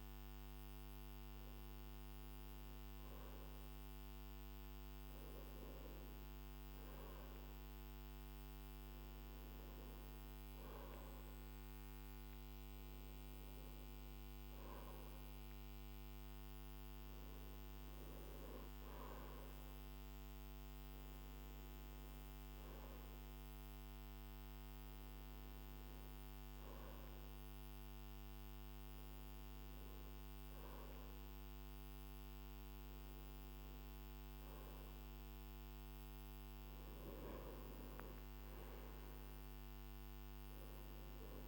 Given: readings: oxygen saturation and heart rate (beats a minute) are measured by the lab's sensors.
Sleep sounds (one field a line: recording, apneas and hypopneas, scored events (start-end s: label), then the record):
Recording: breathing in sleep, hard to hear, by a microphone on the trachea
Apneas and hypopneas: none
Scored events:
none scored
From the record:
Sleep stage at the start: N2 (light sleep)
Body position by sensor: on the right side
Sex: male